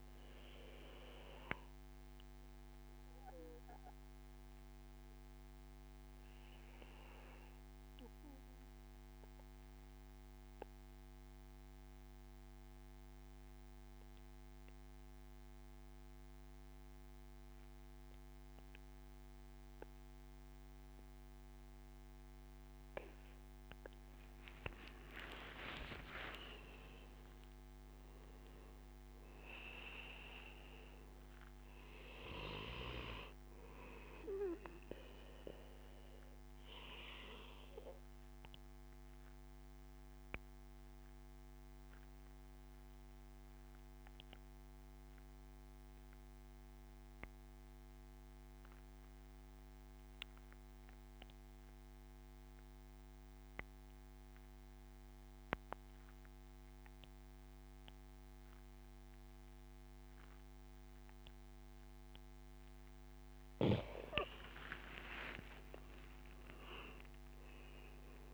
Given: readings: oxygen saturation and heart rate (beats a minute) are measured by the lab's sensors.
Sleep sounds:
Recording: breathing in sleep by a microphone on the trachea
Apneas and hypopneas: 2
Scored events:
3.00-23.50 s: obstructive apnea (oxygen 98% before, 93% lowest, heart rate 74 before, 69 extreme, up 11 after)
25.00-29.50 s: arousal
25.00-46.00 s: oxygen desaturation (device-marked, oxygen 98% before, 94% lowest, heart rate 74 before, 69 extreme)
36.00-63.50 s: mixed apnea (oxygen 98% before, 91% lowest, heart rate 77 before, 66 extreme, up 16 after)
63.00-68.34 s: oxygen desaturation (device-marked, oxygen 98% before, 93% lowest, heart rate 72 before, 66 extreme)
64.50-68.34 s: arousal
From the record:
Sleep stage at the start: N2 (light sleep)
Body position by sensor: on the back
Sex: male

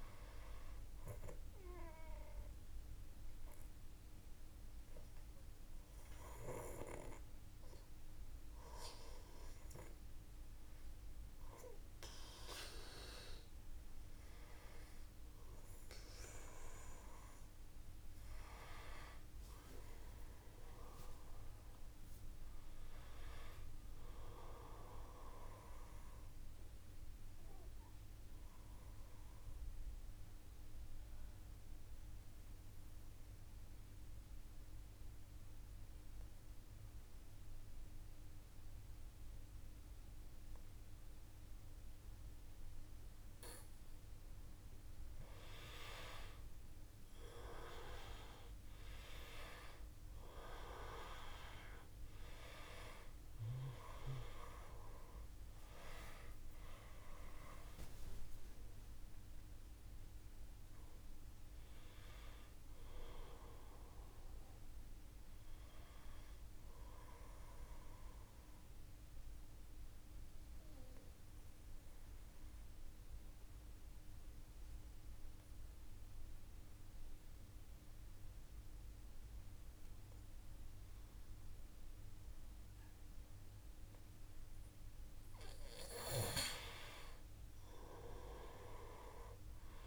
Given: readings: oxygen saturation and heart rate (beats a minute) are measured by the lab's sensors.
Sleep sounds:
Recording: breathing in sleep by a room microphone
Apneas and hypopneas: 3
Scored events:
0.00-16.50 s: oxygen desaturation (device-marked, oxygen 89% lowest, heart rate 55 extreme)
1.00-15.00 s: hypopnea (oxygen 97% before, 89% lowest, heart rate 57 before, 55 extreme, up 6 after)
17.00-21.00 s: arousal
26.50-42.50 s: obstructive apnea (oxygen 97% before, 89% lowest, heart rate 58 before, 54 extreme, up 1 after)
27.50-89.87 s: new sleep stage, N2 (light sleep)
44.50-48.50 s: arousal
49.50-79.50 s: oxygen desaturation (device-marked, oxygen 96% before, 89% lowest, heart rate 55 before, 54 extreme)
67.00-84.50 s: obstructive apnea (oxygen 96% before, 89% lowest, heart rate 60 before, 54 extreme, up 1 after)
86.00-89.87 s: arousal
From the record:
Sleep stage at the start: N1 (lightest sleep)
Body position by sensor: on the back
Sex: male

